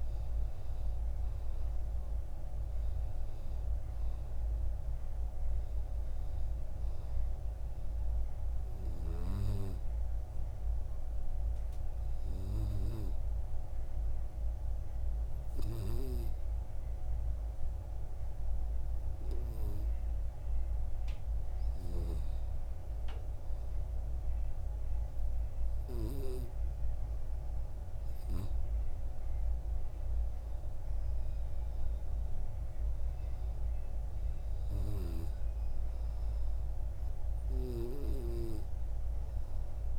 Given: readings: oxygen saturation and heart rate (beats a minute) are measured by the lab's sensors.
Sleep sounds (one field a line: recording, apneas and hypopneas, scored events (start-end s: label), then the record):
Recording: breathing in sleep by a room microphone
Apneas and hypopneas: 1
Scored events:
0.00-20.50 s: oxygen desaturation (device-marked, oxygen 90% lowest, heart rate 56 extreme)
9.00-26.00 s: hypopnea (oxygen 95% before, 89% lowest, heart rate 64 before, 56 extreme, up 5 after)
28.50-31.50 s: arousal
33.50-39.99 s: oxygen desaturation (device-marked, oxygen 98% before, 93% lowest, heart rate 59 before, 59 extreme)
From the record:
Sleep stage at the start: N2 (light sleep)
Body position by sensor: on the back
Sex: male